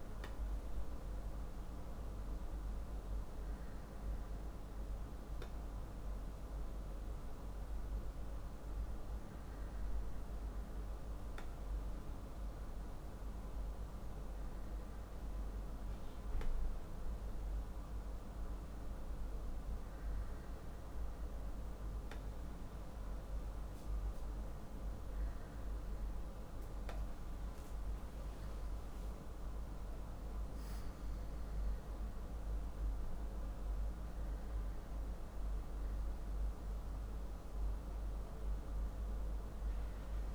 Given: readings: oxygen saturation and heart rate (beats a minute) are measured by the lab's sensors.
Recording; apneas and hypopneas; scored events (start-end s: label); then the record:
breathing in sleep, hard to hear, by a room microphone; none
none scored
From the record:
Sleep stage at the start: N2 (light sleep); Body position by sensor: on the back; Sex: male